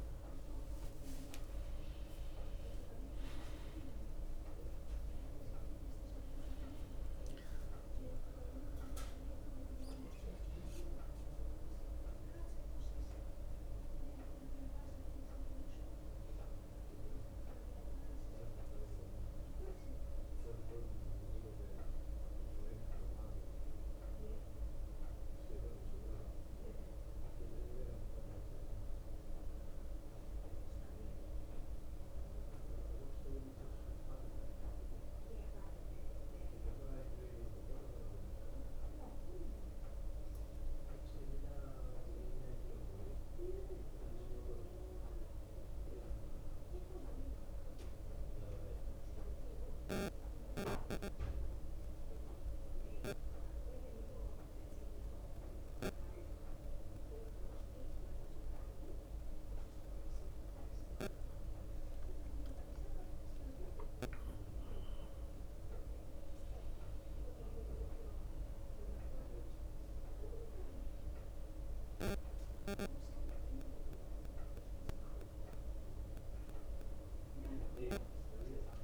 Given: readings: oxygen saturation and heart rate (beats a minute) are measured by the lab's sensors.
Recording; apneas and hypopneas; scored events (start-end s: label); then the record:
breathing in sleep by a room microphone; 1
0.00-3.50 s: arousal
28.50-31.50 s: arousal
33.50-59.50 s: hypopnea (oxygen 93% before, 90% lowest)
62.50-66.00 s: arousal
From the record:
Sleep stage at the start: N2 (light sleep); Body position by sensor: on the back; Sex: male